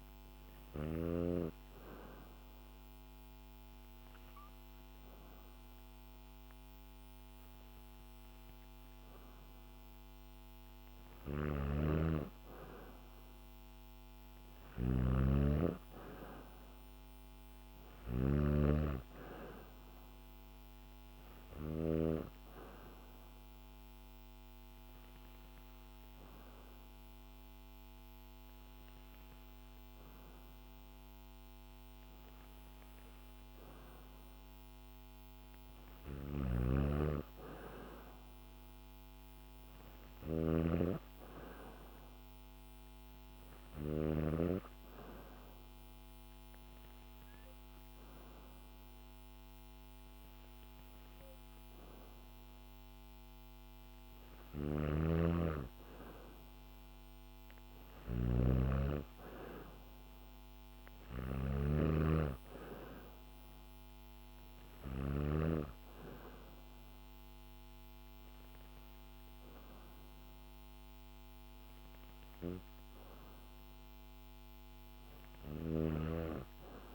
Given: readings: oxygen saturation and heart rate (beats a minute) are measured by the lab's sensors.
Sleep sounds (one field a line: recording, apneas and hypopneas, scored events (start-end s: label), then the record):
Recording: breathing in sleep by a microphone on the trachea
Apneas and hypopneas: 3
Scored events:
0.50-10.50 s: hypopnea (oxygen 96% before, 92% lowest, heart rate 69 before, 67 extreme, up 3 after)
11.00-21.50 s: snoring (device-marked)
12.50-16.50 s: arousal
22.00-32.00 s: hypopnea (oxygen 96% before, 92% lowest, heart rate 70 before, 67 extreme, up 1 after)
35.50-44.00 s: snoring (device-marked)
36.50-39.00 s: arousal
45.00-55.00 s: obstructive apnea (oxygen 95% before, 92% lowest, heart rate 70 before, 67 extreme, up 5 after)
54.00-65.00 s: snoring (device-marked)
59.00-62.00 s: arousal
75.00-76.95 s: snoring (device-marked)
From the record:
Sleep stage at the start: N2 (light sleep)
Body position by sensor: on the back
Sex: female